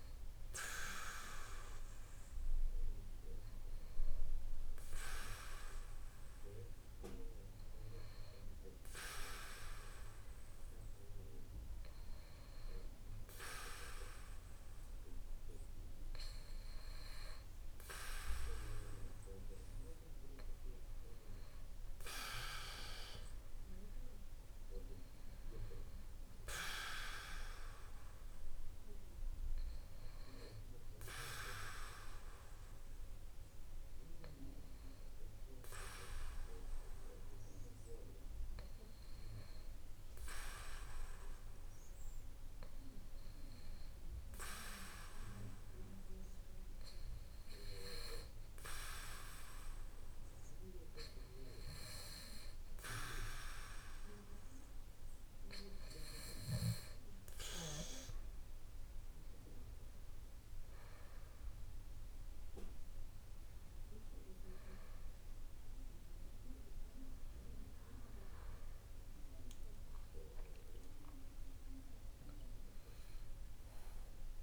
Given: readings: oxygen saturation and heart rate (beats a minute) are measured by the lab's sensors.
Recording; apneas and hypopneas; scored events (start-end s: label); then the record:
breathing in sleep by a room microphone; 1
16.50-20.50 s: arousal
31.00-55.00 s: hypopnea (oxygen 95% before, 92% lowest, heart rate 58 before, 55 extreme, up 4 after)
From the record:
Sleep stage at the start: REM sleep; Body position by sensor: on the back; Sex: male